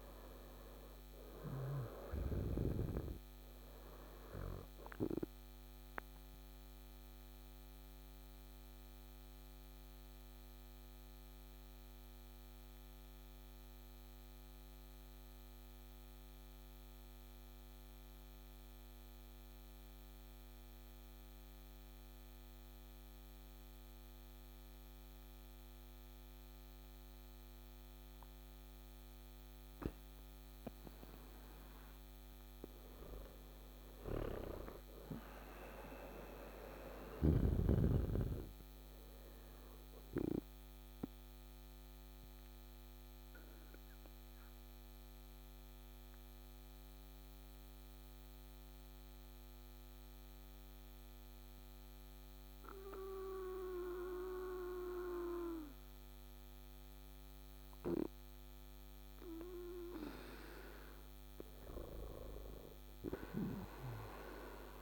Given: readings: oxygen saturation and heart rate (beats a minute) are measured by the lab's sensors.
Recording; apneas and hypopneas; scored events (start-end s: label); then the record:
breathing in sleep by a microphone on the trachea; 2
0.00-21.50 s: oxygen desaturation (device-marked, oxygen 91% lowest, heart rate 54 extreme)
6.50-29.50 s: obstructive apnea (oxygen 99% before, 91% lowest, heart rate 62 before, 54 extreme, up 8 after)
31.00-35.00 s: arousal
41.00-58.00 s: obstructive apnea (oxygen 99% before, 92% lowest, heart rate 57 before, 54 extreme, up 5 after)
59.00-63.50 s: arousal
From the record:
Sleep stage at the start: N2 (light sleep); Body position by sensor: on the back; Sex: male